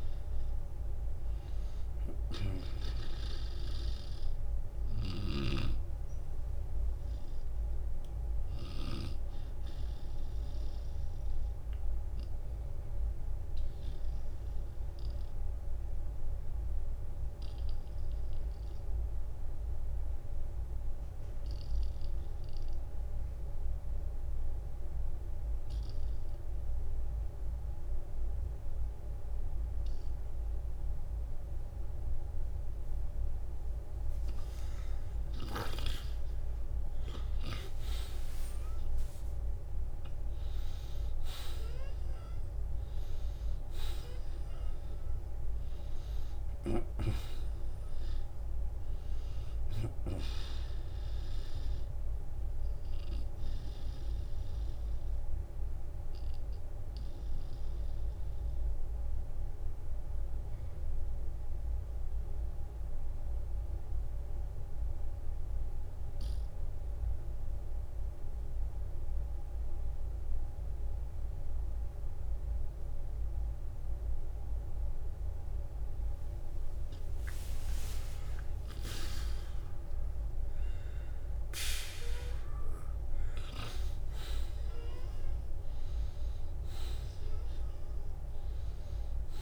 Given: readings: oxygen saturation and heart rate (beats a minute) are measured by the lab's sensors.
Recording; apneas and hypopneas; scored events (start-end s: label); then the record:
breathing in sleep by a room microphone; 2
8.50-25.50 s: oxygen desaturation (device-marked, oxygen 94% before, 84% lowest, heart rate 61 before, 45 extreme)
9.50-11.50 s: long interval between heartbeats (device-marked, heart rate 62 before, 58 extreme)
11.00-33.00 s: obstructive apnea (oxygen 95% before, 83% lowest, heart rate 62 before, 45 extreme, up 23 after)
35.00-42.50 s: arousal
53.50-55.50 s: long interval between heartbeats (device-marked, heart rate 62 before, 64 extreme)
55.50-76.00 s: obstructive apnea (oxygen 95% before, 83% lowest, heart rate 64 before, 46 extreme, up 11 after)
56.50-58.50 s: long interval between heartbeats (device-marked, heart rate 65 before, 55 extreme)
56.50-76.50 s: oxygen desaturation (device-marked, oxygen 94% before, 83% lowest, heart rate 65 before, 46 extreme)
78.00-83.00 s: arousal
From the record:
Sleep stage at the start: N2 (light sleep); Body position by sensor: on the back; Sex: male